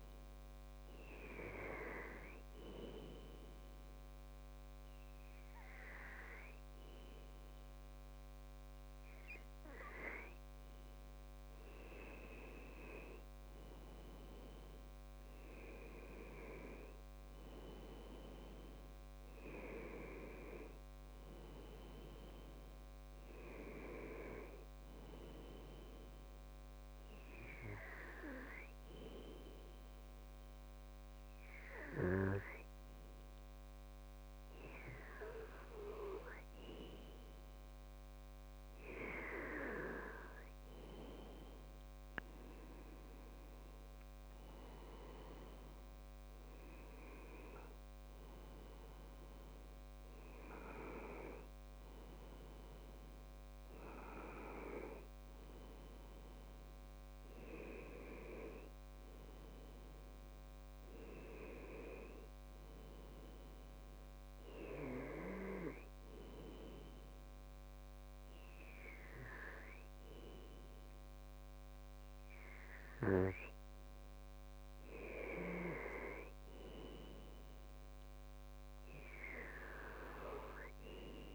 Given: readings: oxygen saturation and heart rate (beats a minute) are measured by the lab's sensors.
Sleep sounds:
breathing in sleep by a microphone on the trachea; 3
2.50-13.00 s: hypopnea (oxygen 96% before, 94% lowest, heart rate 70 before, 65 extreme, up 3 after)
15.00-19.00 s: arousal
28.00-40.00 s: hypopnea (oxygen 96% before, 94% lowest, heart rate 67 before, 67 extreme, up 4 after)
43.00-46.50 s: arousal
66.00-76.00 s: hypopnea (oxygen 96% before, 94% lowest, heart rate 71 before, 65 extreme, up 2 after)
77.50-81.35 s: arousal
From the record:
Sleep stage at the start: N2 (light sleep); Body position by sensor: on the back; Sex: male

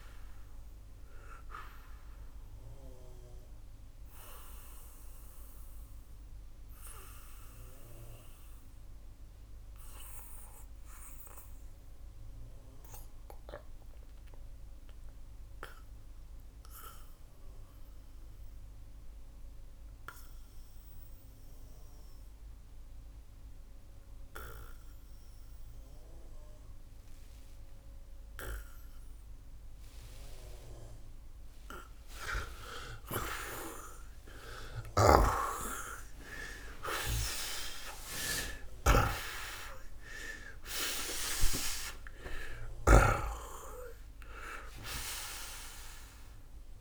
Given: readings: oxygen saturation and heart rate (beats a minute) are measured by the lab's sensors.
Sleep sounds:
breathing in sleep by a room microphone; 1
0.00-33.00 s: oxygen desaturation (device-marked, oxygen 78% lowest, heart rate 63 extreme)
0.50-31.00 s: mixed apnea (oxygen 93% before, 78% lowest, heart rate 121 before, 63 extreme)
32.50-42.50 s: snoring (device-marked)
33.00-36.50 s: arousal
From the record:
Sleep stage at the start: N2 (light sleep); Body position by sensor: on the back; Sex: male

